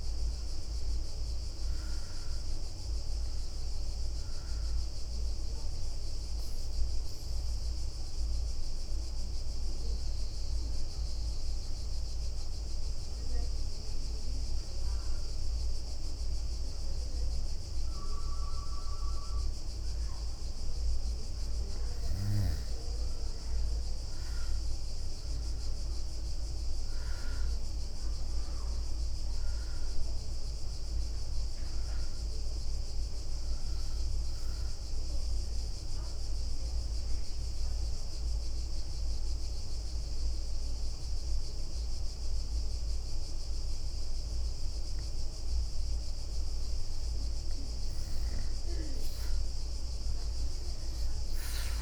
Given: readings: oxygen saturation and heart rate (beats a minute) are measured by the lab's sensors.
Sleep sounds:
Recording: breathing in sleep, hard to hear, by a room microphone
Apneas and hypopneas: 2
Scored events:
0.00-18.00 s: oxygen desaturation (device-marked, oxygen 92% lowest, heart rate 55 extreme)
5.00-12.00 s: bradycardia (device-marked, heart rate 66 before, 55 extreme)
5.50-21.50 s: mixed apnea (oxygen 99% before, 92% lowest, heart rate 66 before, 55 extreme, up 17 after)
24.00-27.50 s: arousal
29.00-46.00 s: oxygen desaturation (device-marked, oxygen 98% before, 92% lowest, heart rate 61 before, 55 extreme)
33.00-45.00 s: bradycardia (device-marked, heart rate 66 before, 55 extreme)
36.00-46.50 s: mixed apnea (oxygen 98% before, 92% lowest, heart rate 66 before, 57 extreme, up 11 after)
49.50-51.82 s: arousal
From the record:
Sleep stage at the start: N2 (light sleep)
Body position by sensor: on the back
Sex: female

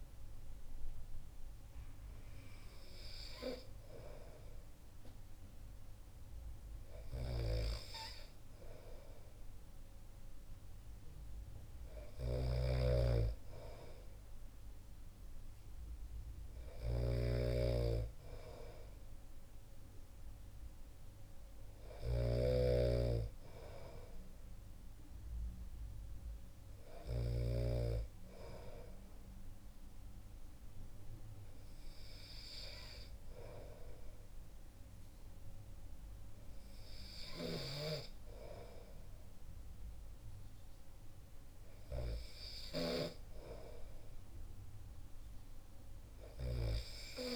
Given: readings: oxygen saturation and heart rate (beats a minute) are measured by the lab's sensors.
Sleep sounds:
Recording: breathing in sleep by a room microphone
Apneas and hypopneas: none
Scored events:
12.00-27.50 s: snoring (device-marked)
From the record:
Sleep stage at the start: N2 (light sleep)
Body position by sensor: on the back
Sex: male

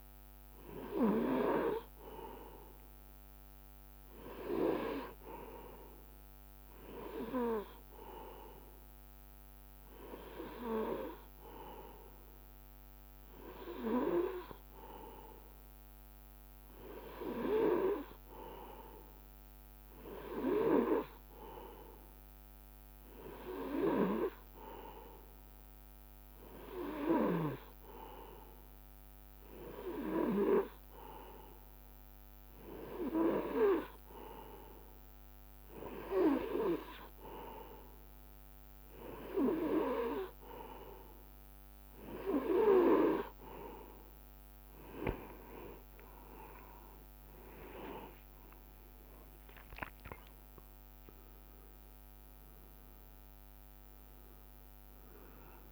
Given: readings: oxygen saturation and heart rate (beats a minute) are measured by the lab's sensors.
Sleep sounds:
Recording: breathing in sleep by a microphone on the trachea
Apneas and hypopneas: none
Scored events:
47.50-52.50 s: arousal
48.50-50.50 s: long interval between heartbeats (device-marked, heart rate 66 before, 82 extreme)
From the record:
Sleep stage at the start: N2 (light sleep)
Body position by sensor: on the right side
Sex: male

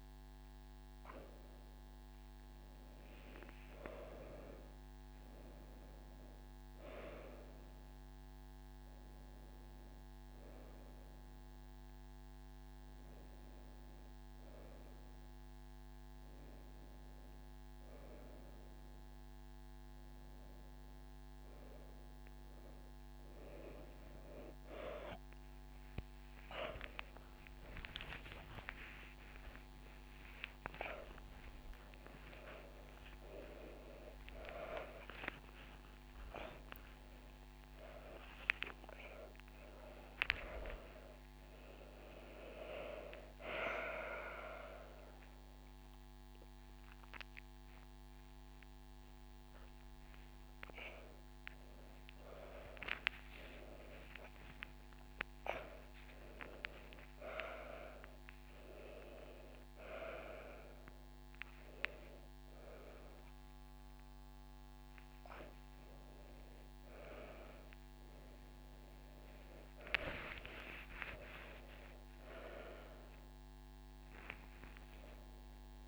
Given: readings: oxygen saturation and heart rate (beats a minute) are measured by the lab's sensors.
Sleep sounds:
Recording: a person awake in a sleep study, by a microphone on the trachea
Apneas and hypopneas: none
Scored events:
0.00-2.00 s: drop in pulse transit time (device-marked)
28.00-31.00 s: drop in pulse transit time (device-marked)
29.00-31.00 s: long interval between heartbeats (device-marked)
31.50-33.50 s: long interval between heartbeats (device-marked)
33.00-42.00 s: drop in pulse transit time (device-marked, heart rate 31 before, 48 extreme)
41.50-43.50 s: long interval between heartbeats (device-marked, heart rate 47 before, 75 extreme)
45.00-47.00 s: long interval between heartbeats (device-marked, heart rate 56 before, 39 extreme)
50.50-52.50 s: long interval between heartbeats (device-marked, heart rate 59 before, 58 extreme)
55.50-57.50 s: long interval between heartbeats (device-marked, heart rate 55 before, 29 extreme)
58.00-67.00 s: drop in pulse transit time (device-marked)
65.00-67.00 s: long interval between heartbeats (device-marked, heart rate 36 before, 26 extreme)
72.50-74.50 s: long interval between heartbeats (device-marked)
From the record:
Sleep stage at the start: awake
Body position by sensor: on the back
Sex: female

